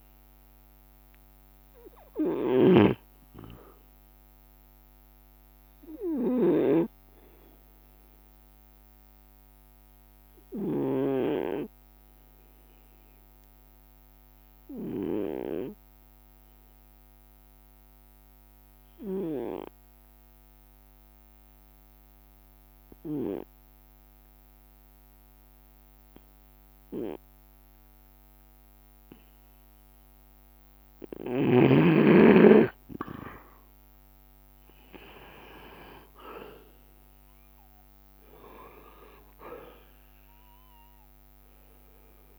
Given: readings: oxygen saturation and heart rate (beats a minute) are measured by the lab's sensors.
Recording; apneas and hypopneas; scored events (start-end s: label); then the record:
breathing in sleep by a microphone on the trachea; 1
0.00-7.00 s: drop in pulse transit time (device-marked, heart rate 65 extreme)
0.00-20.00 s: oxygen desaturation (device-marked, oxygen 93% lowest, heart rate 63 extreme)
3.00-11.50 s: snoring (device-marked)
6.50-31.00 s: obstructive apnea (oxygen 98% before, 92% lowest, heart rate 68 before, 63 extreme, up 4 after)
33.50-38.50 s: arousal
34.00-42.39 s: drop in pulse transit time (device-marked, heart rate 66 before, 66 extreme)
35.50-37.00 s: leg movement (device-marked)
36.00-42.39 s: oxygen desaturation (device-marked, oxygen 97% before, 92% lowest, heart rate 66 before, 63 extreme)
From the record:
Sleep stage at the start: N2 (light sleep); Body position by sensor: on the right side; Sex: male